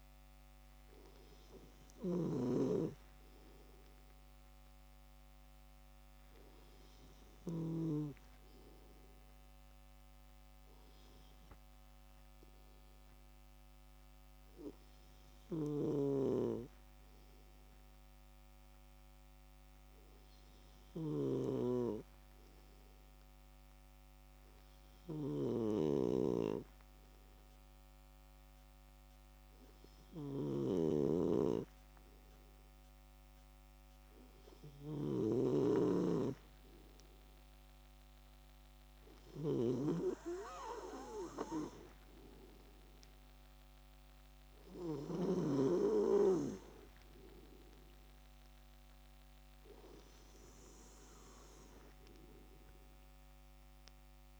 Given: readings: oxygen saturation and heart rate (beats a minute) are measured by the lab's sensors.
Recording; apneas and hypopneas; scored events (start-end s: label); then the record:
breathing in sleep by a microphone on the trachea; 1
0.00-7.50 s: snoring (device-marked)
6.50-40.50 s: obstructive apnea (oxygen 95% before, 94% lowest)
15.50-45.50 s: snoring (device-marked)
42.00-45.50 s: arousal
From the record:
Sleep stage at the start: N2 (light sleep); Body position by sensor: on the left side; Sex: male